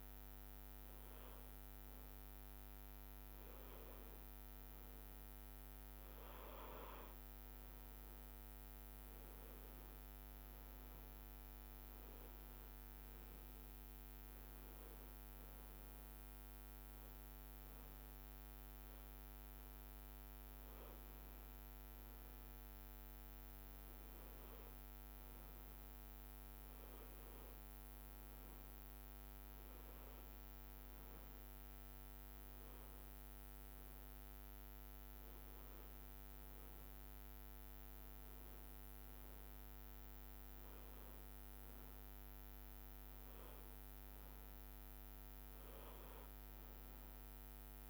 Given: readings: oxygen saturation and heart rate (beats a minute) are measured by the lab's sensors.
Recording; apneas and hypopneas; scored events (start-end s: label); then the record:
breathing in sleep, hard to hear, by a microphone on the trachea; none
9.00-20.00 s: oxygen desaturation (device-marked, oxygen 96% before, 93% lowest, heart rate 66 before, 64 extreme)
35.00-47.90 s: new sleep stage, N2 (light sleep)
From the record:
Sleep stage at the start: N1 (lightest sleep); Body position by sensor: on the back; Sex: male